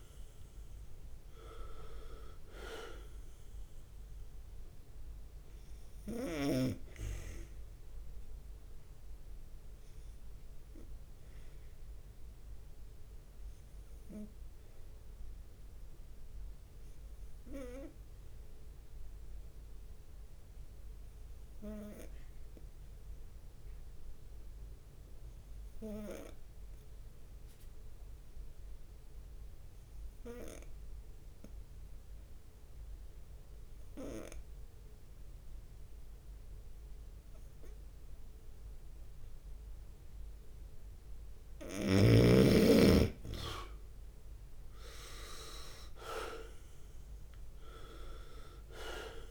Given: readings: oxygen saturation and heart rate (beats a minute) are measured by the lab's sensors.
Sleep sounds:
breathing in sleep by a room microphone; 1
0.00-7.50 s: drop in pulse transit time (device-marked, heart rate 66 extreme)
0.00-24.50 s: oxygen desaturation (device-marked, oxygen 88% lowest, heart rate 65 extreme)
8.50-10.50 s: long interval between heartbeats (device-marked, heart rate 67 before, 72 extreme)
8.50-40.50 s: obstructive apnea (oxygen 96% before, 88% lowest, heart rate 67 before, 65 extreme, up 5 after)
21.00-30.50 s: leg movement (device-marked)
33.50-36.50 s: leg movement (device-marked)
40.50-49.31 s: oxygen desaturation (device-marked, oxygen 97% before, 89% lowest, heart rate 66 before, 64 extreme)
42.50-47.00 s: arousal
44.00-48.50 s: leg movement (device-marked)
45.50-49.31 s: drop in pulse transit time (device-marked, heart rate 66 before, 66 extreme)
From the record:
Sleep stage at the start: N2 (light sleep); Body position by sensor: on the right side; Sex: male

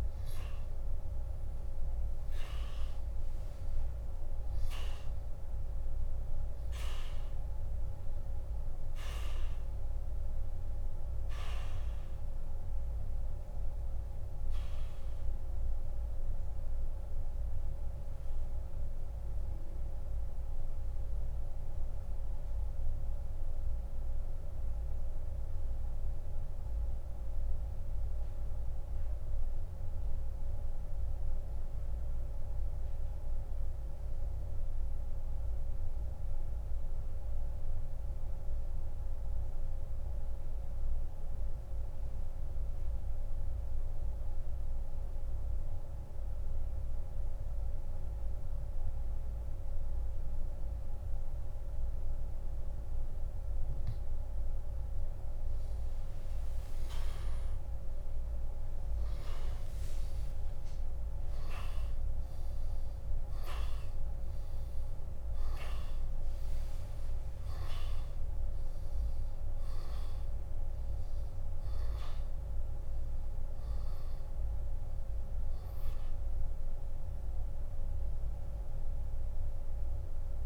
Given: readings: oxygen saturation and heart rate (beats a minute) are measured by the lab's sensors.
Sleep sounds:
breathing in sleep, hard to hear, by a room microphone; 1
15.50-53.50 s: central apnea (oxygen 97% before, 84% lowest)
40.00-48.00 s: oxygen desaturation (device-marked, oxygen 96% before, 88% lowest)
56.00-60.50 s: arousal
73.00-80.46 s: oxygen desaturation (device-marked, oxygen 96% before, 84% lowest)
From the record:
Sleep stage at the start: N2 (light sleep); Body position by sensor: on the back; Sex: male

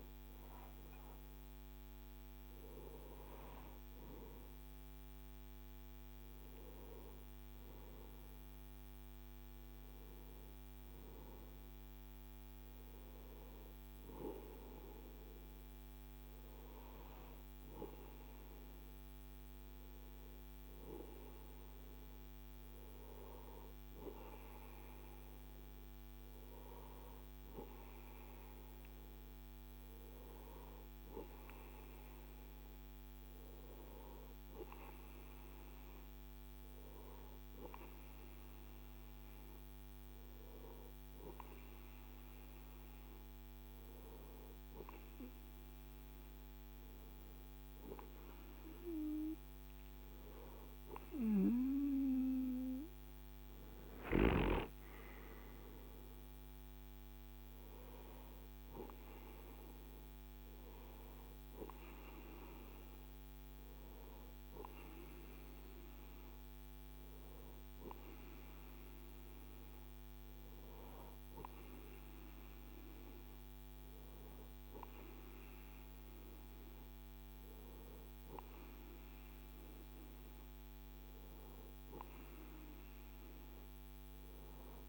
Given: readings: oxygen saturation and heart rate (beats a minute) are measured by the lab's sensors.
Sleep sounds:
breathing in sleep by a microphone on the trachea; none
none scored
From the record:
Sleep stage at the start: N2 (light sleep); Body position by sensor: on the right side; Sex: male

